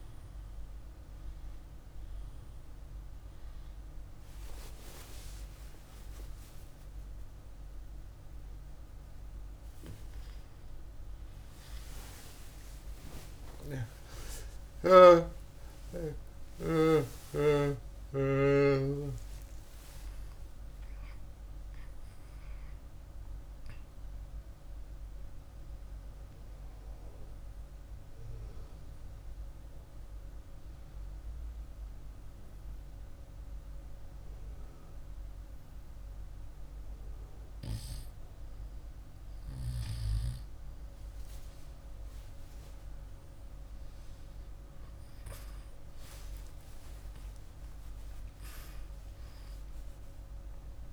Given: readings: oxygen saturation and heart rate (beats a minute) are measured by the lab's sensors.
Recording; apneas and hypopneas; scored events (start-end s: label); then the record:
a person partly awake in a sleep study, by a room microphone; 1
20.00-50.00 s: new sleep stage, N1 (lightest sleep)
24.50-39.00 s: mixed apnea (oxygen 98% before, 86% lowest, heart rate 59 before, 47 extreme, up 2 after)
50.00-50.93 s: new sleep stage, awake
From the record:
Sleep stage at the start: awake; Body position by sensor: on the back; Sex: male